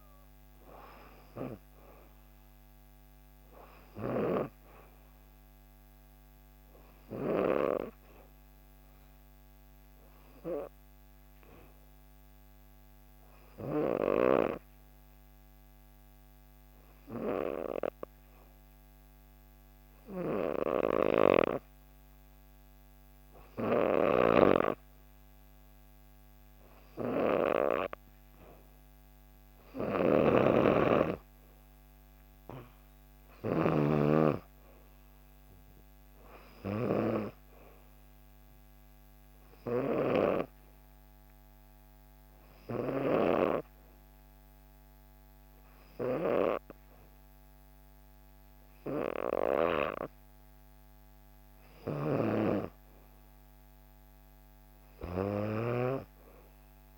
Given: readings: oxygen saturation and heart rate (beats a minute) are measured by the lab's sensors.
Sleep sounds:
breathing in sleep by a microphone on the trachea; 2
0.00-16.50 s: oxygen desaturation (device-marked, oxygen 91% lowest, heart rate 60 extreme)
10.50-23.50 s: obstructive apnea (oxygen 95% before, 91% lowest, heart rate 64 before, 60 extreme, up 3 after)
23.50-33.50 s: snoring (device-marked)
27.00-31.50 s: arousal
39.00-51.00 s: hypopnea (oxygen 96% before, 86% lowest, heart rate 63 before, 61 extreme, up 2 after)
51.50-56.98 s: snoring (device-marked)
52.50-55.50 s: arousal
From the record:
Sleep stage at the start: N2 (light sleep); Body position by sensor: on the back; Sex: female

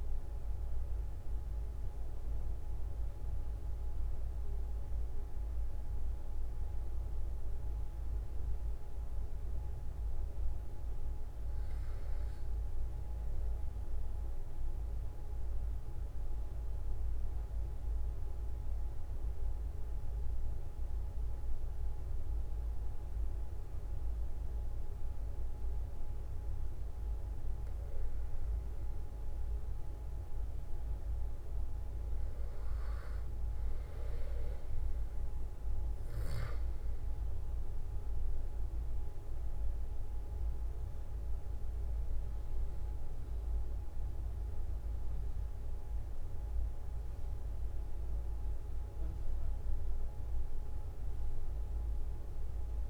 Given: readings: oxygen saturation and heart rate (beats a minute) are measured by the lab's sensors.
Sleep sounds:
breathing in sleep, hard to hear, by a room microphone; 1
13.50-27.00 s: obstructive apnea (oxygen 97% before, 94% lowest, heart rate 44 before, 44 extreme, up 3 after)
28.00-33.00 s: arousal
From the record:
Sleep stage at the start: N2 (light sleep); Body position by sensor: on the back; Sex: male

